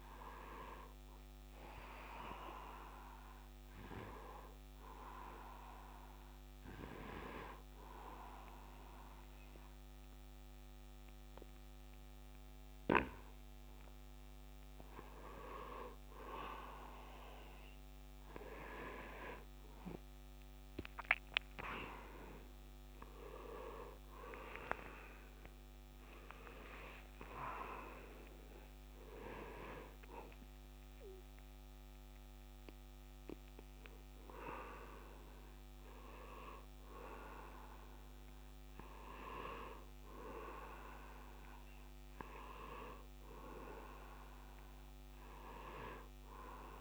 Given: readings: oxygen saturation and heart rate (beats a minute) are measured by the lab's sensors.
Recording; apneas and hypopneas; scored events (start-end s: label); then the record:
breathing in sleep by a microphone on the trachea; 1
0.00-9.50 s: oxygen desaturation (device-marked, oxygen 88% lowest, heart rate 76 extreme)
5.50-17.50 s: hypopnea (oxygen 95% before, 88% lowest, heart rate 80 before, 76 extreme, up 8 after)
21.50-26.50 s: arousal
23.50-40.50 s: oxygen desaturation (device-marked, oxygen 97% before, 91% lowest, heart rate 78 before, 76 extreme)
42.00-46.81 s: arousal
From the record:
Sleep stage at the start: N2 (light sleep); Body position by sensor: on the right side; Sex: male